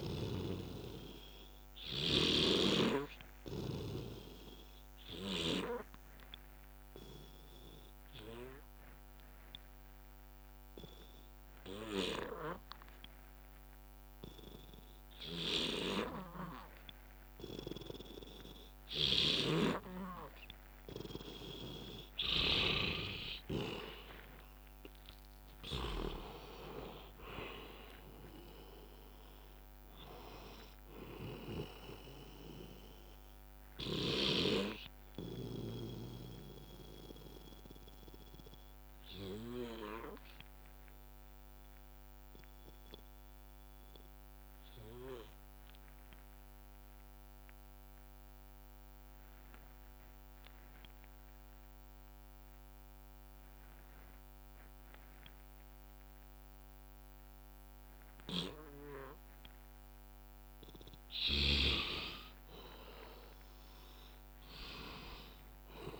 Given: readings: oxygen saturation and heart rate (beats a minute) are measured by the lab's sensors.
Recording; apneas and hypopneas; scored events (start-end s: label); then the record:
breathing in sleep by a microphone on the trachea; 2
0.00-2.00 s: snoring (device-marked)
0.00-16.50 s: oxygen desaturation (device-marked, oxygen 87% lowest, heart rate 53 extreme)
6.50-20.50 s: obstructive apnea (oxygen 94% before, 87% lowest, heart rate 66 before, 53 extreme, up 18 after)
18.50-45.50 s: oxygen desaturation (device-marked, oxygen 94% before, 87% lowest, heart rate 67 before, 53 extreme)
23.50-36.50 s: drop in pulse transit time (device-marked, heart rate 69 before, 60 extreme)
24.00-28.00 s: arousal
33.50-45.50 s: bradycardia (device-marked, heart rate 64 before, 53 extreme)
35.50-60.00 s: obstructive apnea (oxygen 94% before, 88% lowest, heart rate 74 before, 54 extreme, up 11 after)
60.50-66.00 s: oxygen desaturation (device-marked, oxygen 100% before, 90% lowest, heart rate 61 before, 57 extreme)
61.50-65.00 s: arousal
From the record:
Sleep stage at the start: N2 (light sleep); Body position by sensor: on the back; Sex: male